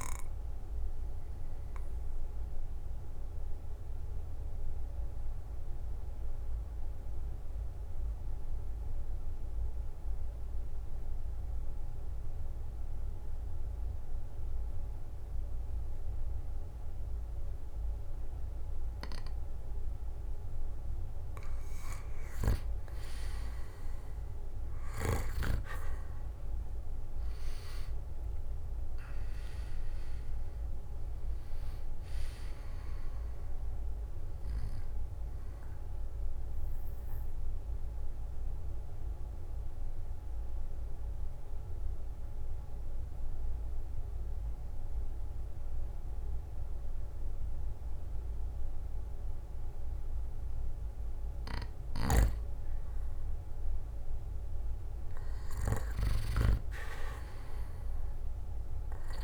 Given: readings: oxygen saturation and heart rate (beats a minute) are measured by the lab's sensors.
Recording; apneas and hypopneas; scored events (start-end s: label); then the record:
breathing in sleep by a room microphone; 2
0.00-10.00 s: oxygen desaturation (device-marked, oxygen 94% lowest, heart rate 56 extreme)
1.00-20.00 s: obstructive apnea (oxygen 98% before, 87% lowest, heart rate 61 before, 51 extreme, up 13 after)
23.00-47.00 s: oxygen desaturation (device-marked, oxygen 97% before, 87% lowest, heart rate 59 before, 51 extreme)
26.00-38.00 s: drop in pulse transit time (device-marked, heart rate 59 before, 58 extreme)
27.00-30.50 s: arousal
37.00-52.00 s: mixed apnea (oxygen 97% before, 87% lowest, heart rate 67 before, 51 extreme, up 15 after)
54.00-57.00 s: arousal
From the record:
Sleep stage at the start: N2 (light sleep); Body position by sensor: on the back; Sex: male